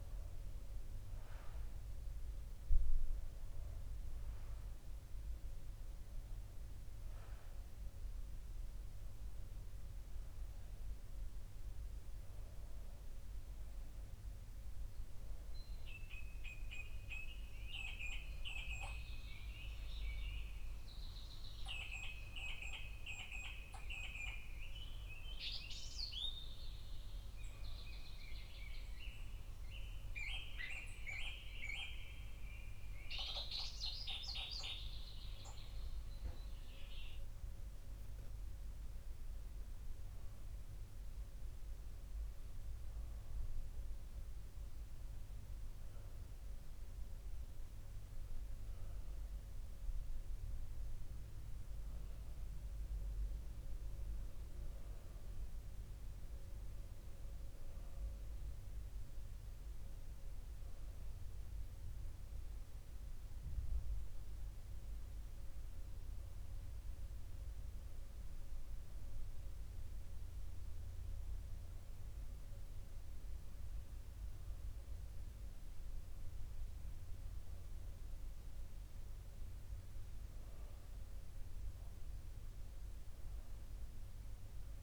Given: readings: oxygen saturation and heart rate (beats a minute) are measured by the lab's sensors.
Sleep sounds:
breathing in sleep by a room microphone; 1
4.50-17.00 s: hypopnea (oxygen 93% before, 91% lowest, heart rate 64 before, 61 extreme, up 4 after)
18.50-22.50 s: arousal
From the record:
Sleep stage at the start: N2 (light sleep); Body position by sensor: on the back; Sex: male

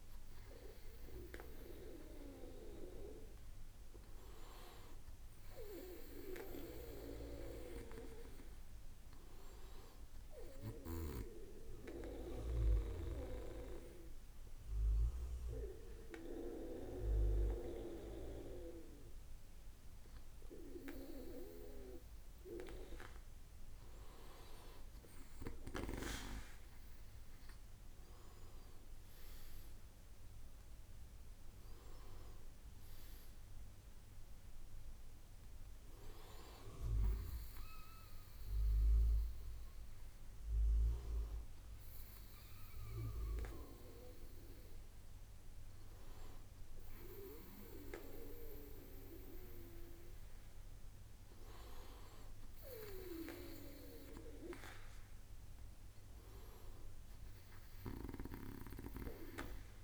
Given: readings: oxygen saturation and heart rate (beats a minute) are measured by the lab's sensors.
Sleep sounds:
breathing in sleep by a room microphone; 1
10.00-23.50 s: hypopnea (oxygen 97% before, 97% lowest, heart rate 69 before, 67 extreme, up 7 after)
27.00-31.00 s: arousal
From the record:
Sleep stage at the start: N2 (light sleep); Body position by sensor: on the right side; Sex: male

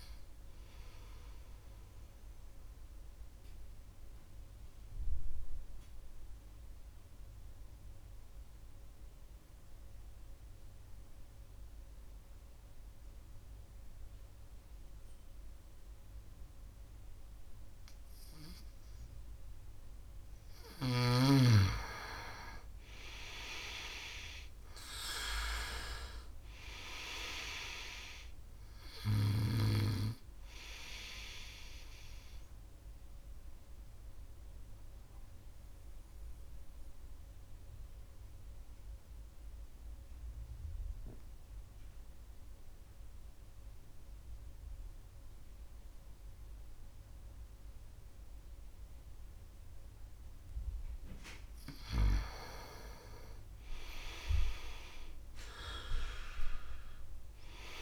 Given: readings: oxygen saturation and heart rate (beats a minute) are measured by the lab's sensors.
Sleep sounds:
breathing in sleep by a room microphone; 2
0.00-16.50 s: oxygen desaturation (device-marked, oxygen 89% lowest, heart rate 65 extreme)
1.50-20.00 s: central apnea (oxygen 97% before, 88% lowest, heart rate 73 before, 66 extreme, up 2 after)
22.00-25.00 s: arousal
28.50-43.50 s: oxygen desaturation (device-marked, oxygen 99% before, 88% lowest, heart rate 70 before, 66 extreme)
33.50-49.50 s: obstructive apnea (oxygen 99% before, 87% lowest, heart rate 71 before, 64 extreme, up 7 after)
51.50-55.50 s: arousal
56.50-57.82 s: oxygen desaturation (device-marked, oxygen 98% before, 89% lowest, heart rate 70 before, 64 extreme)
From the record:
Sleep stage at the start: N2 (light sleep); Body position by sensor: on the right side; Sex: male

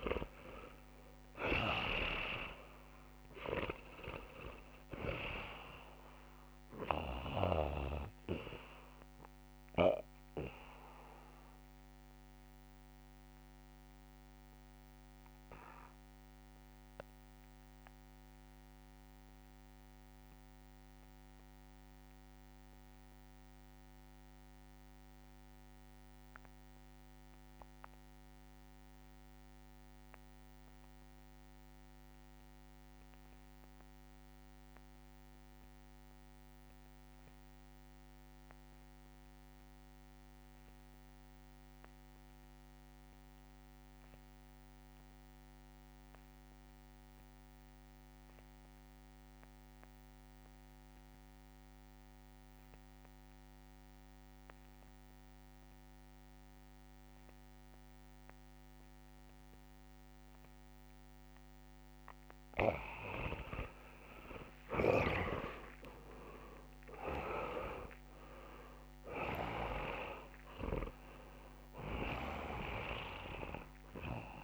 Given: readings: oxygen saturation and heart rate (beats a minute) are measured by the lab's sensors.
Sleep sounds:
breathing in sleep by a microphone on the trachea; 1
0.00-1.50 s: arousal
0.00-21.00 s: oxygen desaturation (device-marked, oxygen 74% lowest)
1.00-5.00 s: snoring (device-marked)
10.50-61.50 s: obstructive apnea (oxygen 93% before, 69% lowest)
35.00-74.44 s: oxygen desaturation (device-marked, oxygen 99% before, 69% lowest)
64.50-69.00 s: arousal
64.50-69.50 s: snoring (device-marked)
71.50-74.44 s: snoring (device-marked)
From the record:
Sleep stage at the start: REM sleep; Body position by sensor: on the back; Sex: male

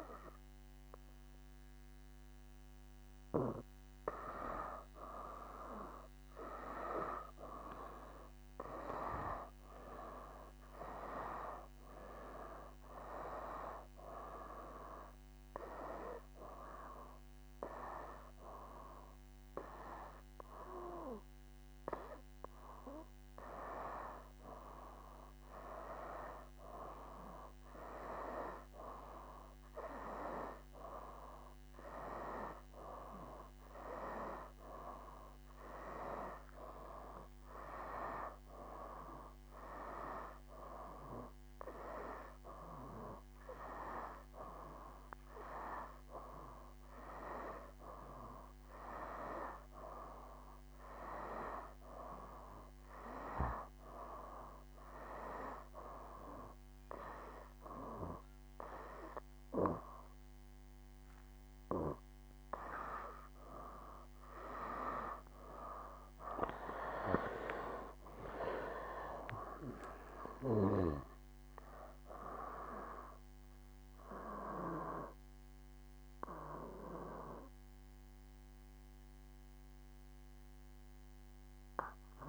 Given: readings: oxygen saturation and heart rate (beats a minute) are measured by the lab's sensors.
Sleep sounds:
breathing in sleep by a microphone on the trachea; none
3.50-13.50 s: oxygen desaturation (device-marked, oxygen 97% before, 94% lowest, heart rate 70 before, 68 extreme)
36.50-38.50 s: long interval between heartbeats (device-marked, heart rate 71 before, 82 extreme)
67.50-72.00 s: arousal
From the record:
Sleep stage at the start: N2 (light sleep); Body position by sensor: on the back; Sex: male

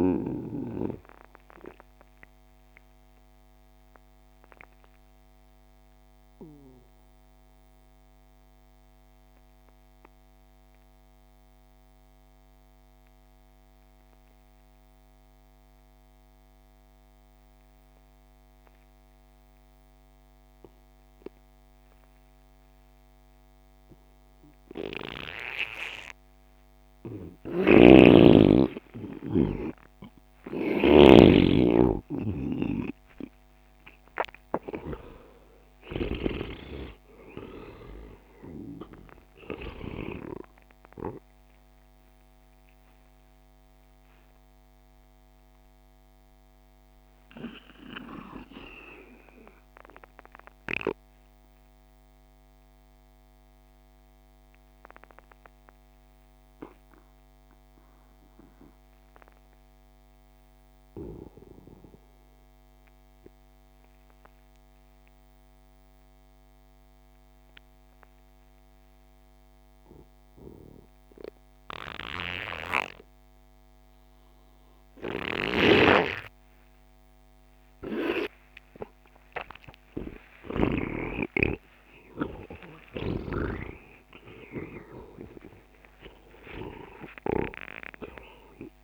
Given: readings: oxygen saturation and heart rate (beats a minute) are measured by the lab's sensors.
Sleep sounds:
breathing in sleep by a microphone on the trachea; 2
0.00-16.00 s: oxygen desaturation (device-marked, oxygen 87% lowest)
1.50-27.50 s: obstructive apnea (oxygen 99% before, 85% lowest)
25.00-51.00 s: oxygen desaturation (device-marked, oxygen 99% before, 85% lowest)
27.50-40.50 s: snoring (device-marked)
29.00-32.50 s: arousal
42.00-79.00 s: mixed apnea (oxygen 99% before, 85% lowest)
68.00-88.84 s: oxygen desaturation (device-marked, oxygen 99% before, 85% lowest)
75.50-84.00 s: snoring (device-marked)
80.50-86.00 s: arousal
From the record:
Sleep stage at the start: N2 (light sleep); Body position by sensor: on the right side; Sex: male

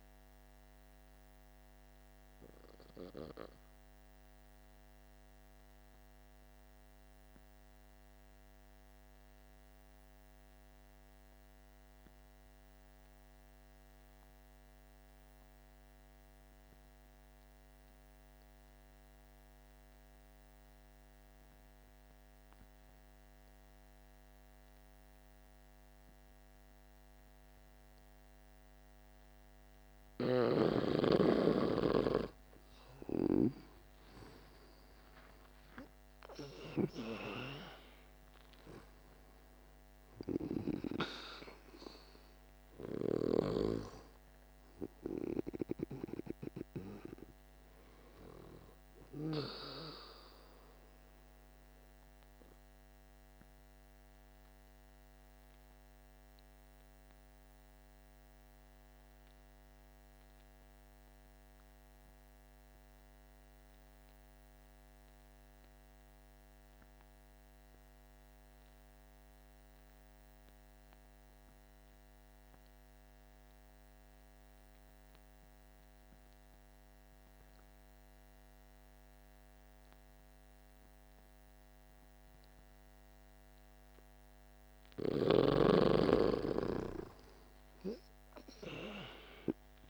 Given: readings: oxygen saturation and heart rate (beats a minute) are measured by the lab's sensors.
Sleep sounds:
breathing in sleep by a microphone on the trachea; 2
0.00-2.00 s: oxygen desaturation (device-marked, oxygen 82% lowest, heart rate 48 extreme)
6.50-29.00 s: obstructive apnea (oxygen 99% before, 82% lowest, heart rate 53 before, 50 extreme, up 13 after)
21.00-62.00 s: oxygen desaturation (device-marked, oxygen 99% before, 82% lowest, heart rate 50 before, 48 extreme)
31.50-35.50 s: arousal
53.00-84.50 s: mixed apnea (oxygen 96% before, 82% lowest, heart rate 60 before, 49 extreme, up 15 after)
76.00-89.89 s: oxygen desaturation (device-marked, oxygen 99% before, 85% lowest, heart rate 50 before, 49 extreme)
87.50-89.89 s: arousal
From the record:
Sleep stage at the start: N2 (light sleep); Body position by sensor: on the back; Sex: male

